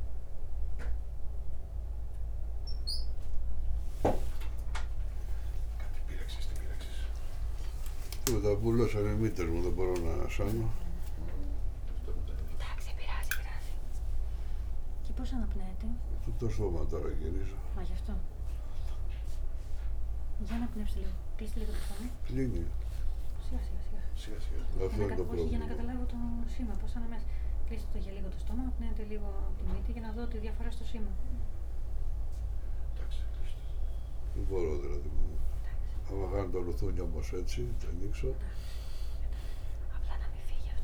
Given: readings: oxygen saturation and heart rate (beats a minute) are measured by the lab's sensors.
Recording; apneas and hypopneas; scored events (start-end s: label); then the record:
a person awake in a sleep study, by a room microphone; none
0.00-20.00 s: oxygen desaturation (device-marked, oxygen 83% lowest, heart rate 73 extreme)
16.00-22.00 s: snoring (device-marked)
From the record:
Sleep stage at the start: awake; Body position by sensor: on the back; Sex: male